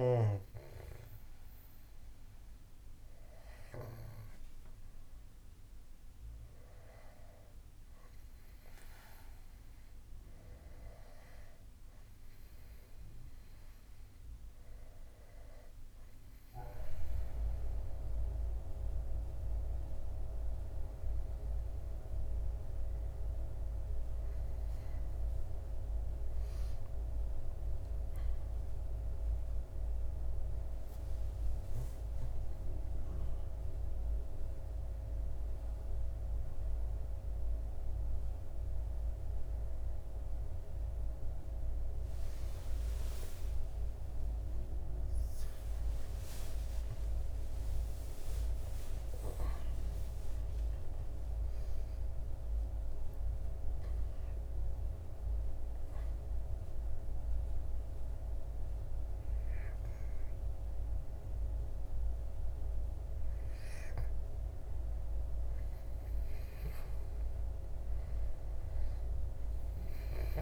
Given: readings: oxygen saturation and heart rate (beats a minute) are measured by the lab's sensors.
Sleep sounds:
a person partly awake in a sleep study, by a room microphone; none
40.00-70.00 s: new sleep stage, awake
69.00-70.42 s: oxygen desaturation (device-marked, oxygen 97% before, 94% lowest, heart rate 84 before, 64 extreme)
70.00-70.42 s: new sleep stage, N2 (light sleep)
From the record:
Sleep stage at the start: N2 (light sleep); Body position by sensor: on the back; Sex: male

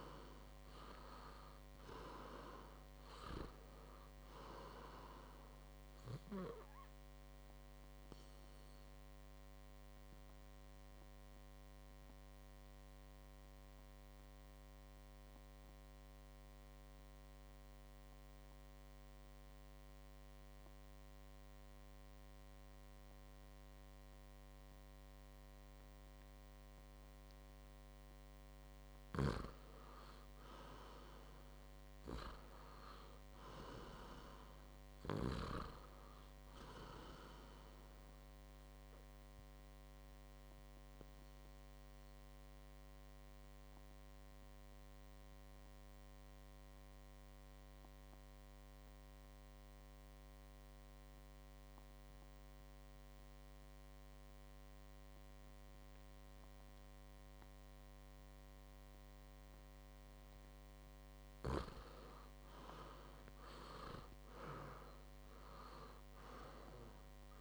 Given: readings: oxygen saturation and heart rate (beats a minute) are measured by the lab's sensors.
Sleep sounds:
breathing in sleep by a microphone on the trachea; 2
0.00-2.50 s: arousal
0.00-19.00 s: oxygen desaturation (device-marked, oxygen 90% lowest, heart rate 56 extreme)
8.00-28.50 s: obstructive apnea (oxygen 99% before, 90% lowest, heart rate 61 before, 55 extreme, up 5 after)
30.50-34.50 s: arousal
37.00-49.00 s: oxygen desaturation (device-marked, oxygen 97% before, 93% lowest, heart rate 58 before, 55 extreme)
39.50-60.50 s: obstructive apnea (oxygen 98% before, 91% lowest, heart rate 58 before, 53 extreme, up 12 after)
62.00-67.41 s: oxygen desaturation (device-marked, oxygen 98% before, 91% lowest, heart rate 56 before, 53 extreme)
62.50-67.41 s: arousal
From the record:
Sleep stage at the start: N2 (light sleep); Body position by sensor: on the back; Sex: male

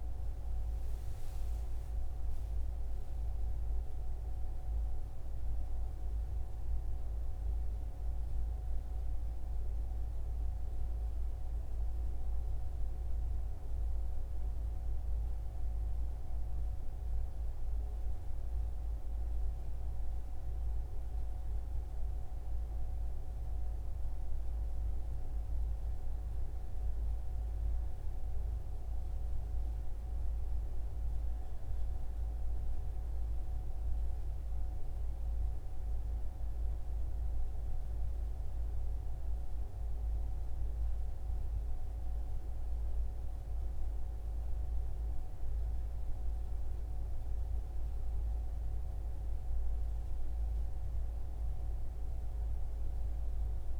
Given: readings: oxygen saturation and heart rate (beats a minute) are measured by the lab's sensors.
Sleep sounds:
breathing in sleep, hard to hear, by a room microphone; none
25.00-26.00 s: oxygen desaturation (device-marked, oxygen 97% before, 96% lowest, heart rate 64 before, 60 extreme)
From the record:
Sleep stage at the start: N1 (lightest sleep); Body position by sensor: on the right side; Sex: male

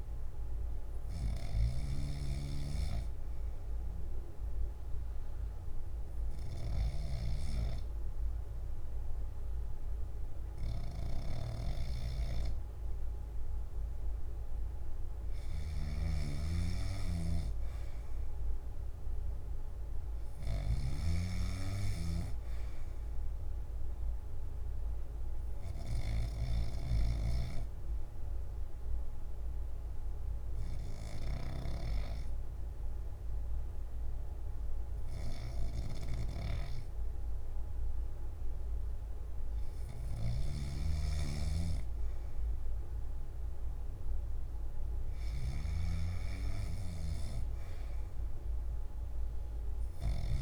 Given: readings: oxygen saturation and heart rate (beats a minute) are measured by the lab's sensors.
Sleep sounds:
breathing in sleep by a room microphone; 2
0.00-2.50 s: snoring (device-marked)
3.50-14.50 s: obstructive apnea (oxygen 92% before, 88% lowest, heart rate 61 before, 62 extreme, up 0 after)
16.00-21.50 s: snoring (device-marked)
24.50-39.50 s: obstructive apnea (oxygen 92% before, 88% lowest, heart rate 63 before, 61 extreme, up 0 after)
30.50-40.50 s: oxygen desaturation (device-marked, oxygen 92% before, 89% lowest, heart rate 64 before, 61 extreme)
From the record:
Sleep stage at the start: N3 (deep sleep); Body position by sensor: on the back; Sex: male

